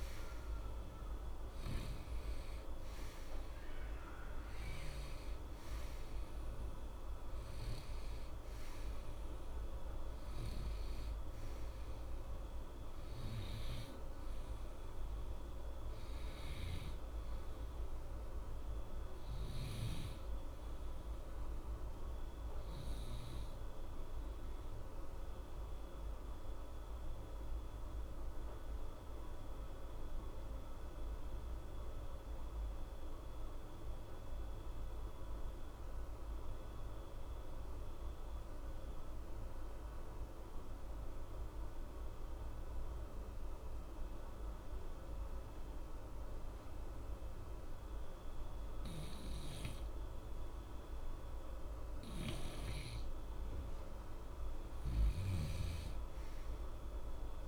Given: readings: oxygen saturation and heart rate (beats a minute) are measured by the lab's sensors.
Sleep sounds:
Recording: breathing in sleep, hard to hear, by a room microphone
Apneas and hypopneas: 1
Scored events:
0.00-33.00 s: oxygen desaturation (device-marked, oxygen 86% lowest, heart rate 60 extreme)
22.50-52.50 s: obstructive apnea (oxygen 94% before, 86% lowest, heart rate 60 before, 60 extreme, up 1 after)
54.50-57.48 s: arousal
55.00-57.48 s: oxygen desaturation (device-marked, oxygen 96% before, 88% lowest, heart rate 60 before, 60 extreme)
From the record:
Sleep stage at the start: N2 (light sleep)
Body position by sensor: on the right side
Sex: male

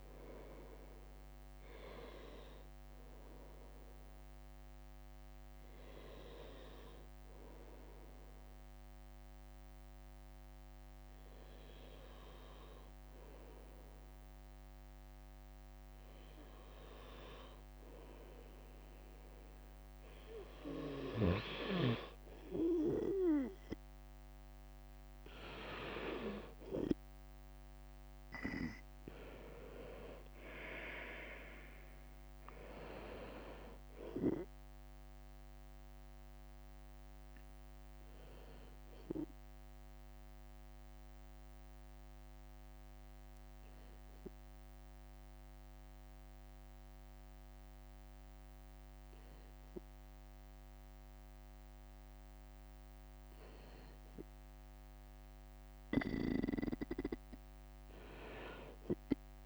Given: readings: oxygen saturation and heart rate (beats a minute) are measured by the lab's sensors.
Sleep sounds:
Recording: breathing in sleep by a microphone on the trachea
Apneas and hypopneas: 2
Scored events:
0.00-27.50 s: bradycardia (device-marked, heart rate 54 extreme)
4.00-19.00 s: hypopnea (oxygen 98% before, 93% lowest, heart rate 58 before, 53 extreme, up 2 after)
22.50-55.50 s: oxygen desaturation (device-marked, oxygen 98% before, 93% lowest, heart rate 55 before, 53 extreme)
23.00-27.00 s: arousal
27.50-40.50 s: drop in pulse transit time (device-marked, heart rate 55 before, 56 extreme)
29.50-33.00 s: leg movement (device-marked)
35.50-51.50 s: bradycardia (device-marked, heart rate 63 before, 53 extreme)
37.50-55.00 s: obstructive apnea (oxygen 98% before, 93% lowest, heart rate 59 before, 54 extreme, up 9 after)
52.50-55.50 s: bradycardia (device-marked, heart rate 62 before, 58 extreme)
58.00-59.46 s: arousal
From the record:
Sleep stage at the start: N2 (light sleep)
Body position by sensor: on the right side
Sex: male

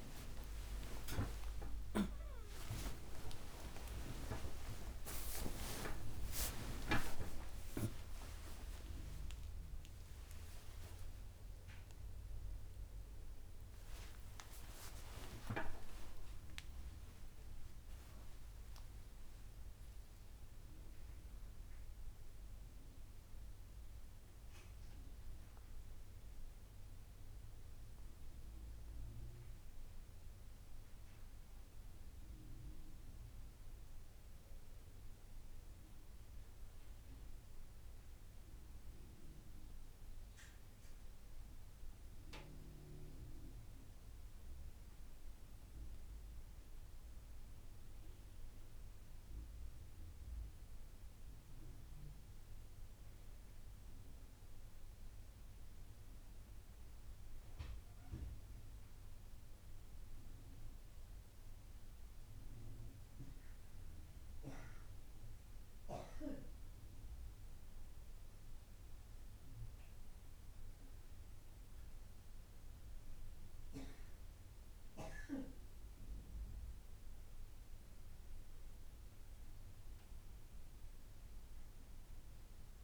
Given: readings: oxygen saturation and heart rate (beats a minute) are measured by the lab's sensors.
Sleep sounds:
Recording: breathing in sleep by a room microphone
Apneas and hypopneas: none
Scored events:
0.00-1.00 s: long interval between heartbeats (device-marked)
0.00-5.50 s: arousal
1.00-3.00 s: long interval between heartbeats (device-marked)
3.50-5.50 s: long interval between heartbeats (device-marked, heart rate 31 before, 119 extreme)
6.50-8.50 s: long interval between heartbeats (device-marked, heart rate 48 before, 108 extreme)
15.50-17.50 s: long interval between heartbeats (device-marked, heart rate 85 before, 37 extreme)
63.00-81.00 s: oxygen desaturation (device-marked, oxygen 97% before, 94% lowest)
From the record:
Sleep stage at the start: N2 (light sleep)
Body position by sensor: on the right side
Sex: female

